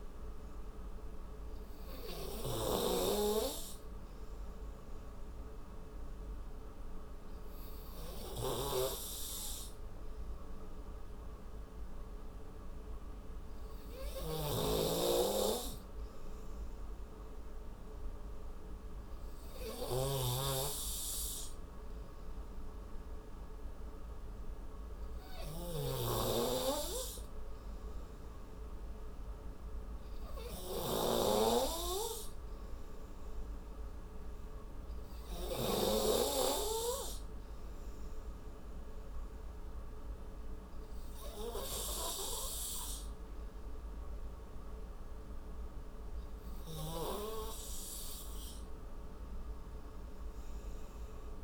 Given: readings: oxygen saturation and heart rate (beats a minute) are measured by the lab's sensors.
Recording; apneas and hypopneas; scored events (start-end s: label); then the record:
breathing in sleep by a room microphone; none
0.00-3.00 s: snoring (device-marked)
14.50-36.00 s: snoring (device-marked)
23.50-33.50 s: oxygen desaturation (device-marked, oxygen 93% before, 90% lowest)
From the record:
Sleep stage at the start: N2 (light sleep); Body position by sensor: on the right side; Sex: male